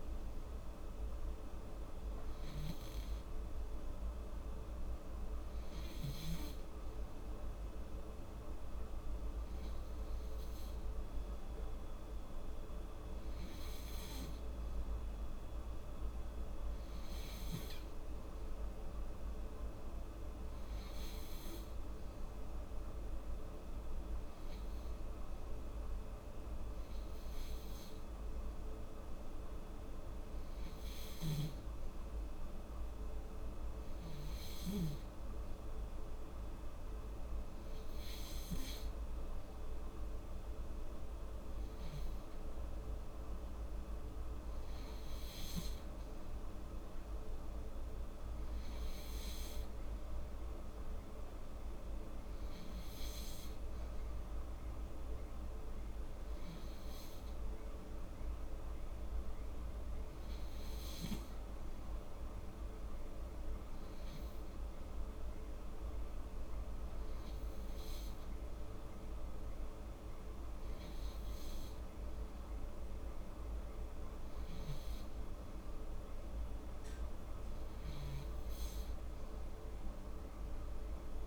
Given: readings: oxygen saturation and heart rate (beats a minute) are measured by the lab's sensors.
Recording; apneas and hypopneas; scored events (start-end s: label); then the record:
breathing in sleep, hard to hear, by a room microphone; none
none scored
From the record:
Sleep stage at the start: N3 (deep sleep); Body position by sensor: on the back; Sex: female